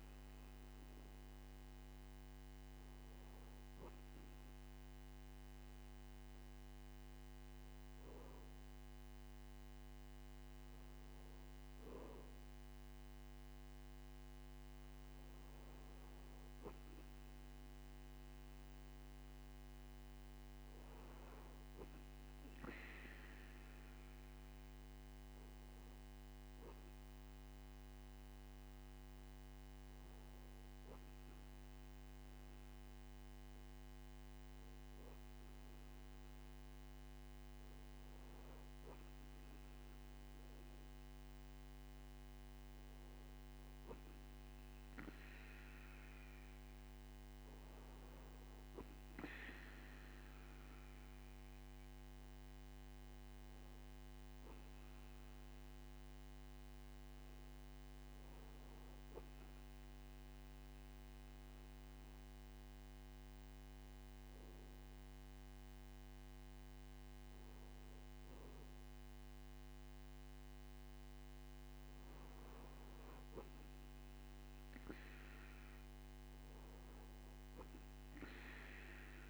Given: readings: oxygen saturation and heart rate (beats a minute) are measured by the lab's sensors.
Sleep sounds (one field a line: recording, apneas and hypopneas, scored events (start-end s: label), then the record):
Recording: breathing in sleep, hard to hear, by a microphone on the trachea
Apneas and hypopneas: none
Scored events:
none scored
From the record:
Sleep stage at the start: REM sleep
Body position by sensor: on the right side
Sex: male